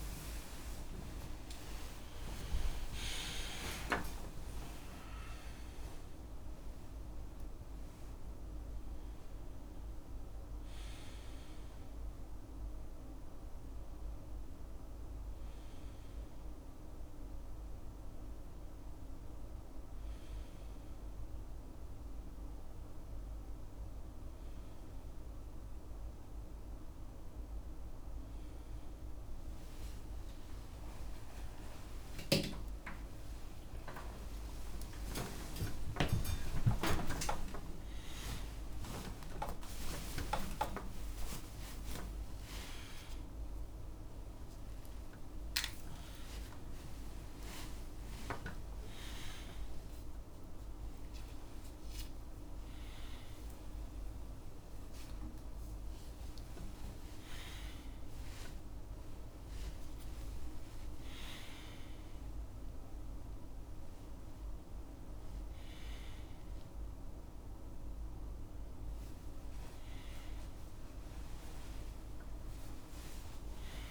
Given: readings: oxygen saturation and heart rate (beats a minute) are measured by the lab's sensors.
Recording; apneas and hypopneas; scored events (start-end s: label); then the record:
a person awake in a sleep study, by a room microphone; none
0.00-4.00 s: tachycardia (device-marked, heart rate 118 extreme)
0.00-24.00 s: oxygen desaturation (device-marked, oxygen 92% lowest, heart rate 83 extreme)
1.50-3.50 s: long interval between heartbeats (device-marked, heart rate 89 before, 116 extreme)
32.00-45.00 s: tachycardia (device-marked, heart rate 87 before, 144 extreme)
33.50-35.50 s: long interval between heartbeats (device-marked, heart rate 86 before, 92 extreme)
37.00-39.00 s: long interval between heartbeats (device-marked, heart rate 87 before, 119 extreme)
40.00-42.00 s: long interval between heartbeats (device-marked, heart rate 93 before, 134 extreme)
From the record:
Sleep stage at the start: awake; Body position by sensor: on the back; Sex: male